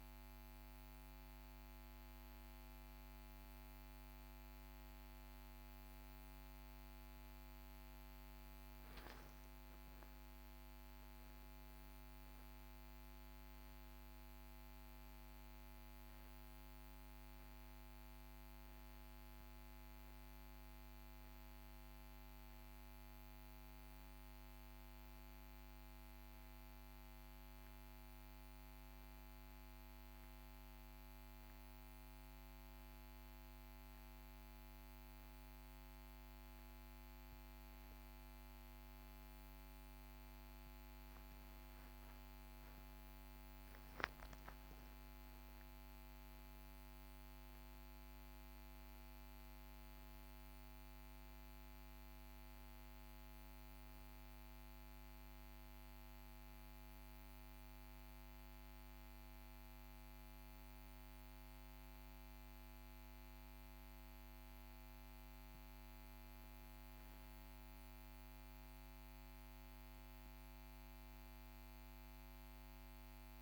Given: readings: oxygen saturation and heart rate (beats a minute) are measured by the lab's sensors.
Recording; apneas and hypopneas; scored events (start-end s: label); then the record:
breathing in sleep, hard to hear, by a microphone on the trachea; none
0.00-9.00 s: oxygen desaturation (device-marked, oxygen 94% lowest, heart rate 47 extreme)
From the record:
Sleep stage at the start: N1 (lightest sleep); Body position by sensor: on the back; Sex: male